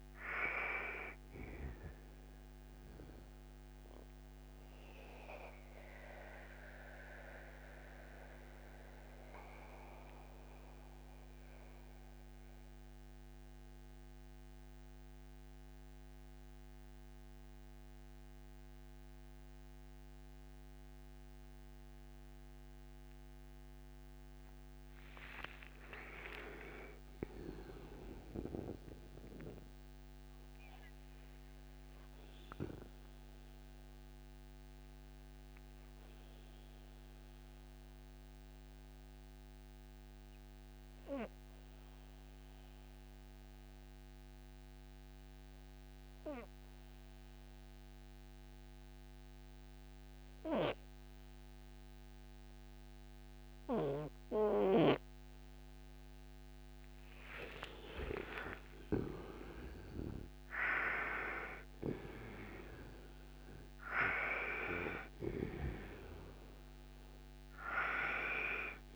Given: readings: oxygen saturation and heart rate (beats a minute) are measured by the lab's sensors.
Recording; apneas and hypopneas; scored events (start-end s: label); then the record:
breathing in sleep by a microphone on the trachea; 2
0.00-16.50 s: oxygen desaturation (device-marked, oxygen 85% lowest, heart rate 59 extreme)
3.50-22.50 s: central apnea (oxygen 99% before, 85% lowest, heart rate 85 before, 58 extreme)
24.50-29.00 s: arousal
35.50-50.50 s: oxygen desaturation (device-marked, oxygen 98% before, 92% lowest, heart rate 64 before, 58 extreme)
38.50-54.50 s: hypopnea (oxygen 98% before, 85% lowest, heart rate 62 before, 58 extreme, up 7 after)
57.00-61.00 s: arousal
62.50-68.96 s: oxygen desaturation (device-marked, oxygen 96% before, 85% lowest, heart rate 67 before, 60 extreme)
From the record:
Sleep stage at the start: N2 (light sleep); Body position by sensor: on the right side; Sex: male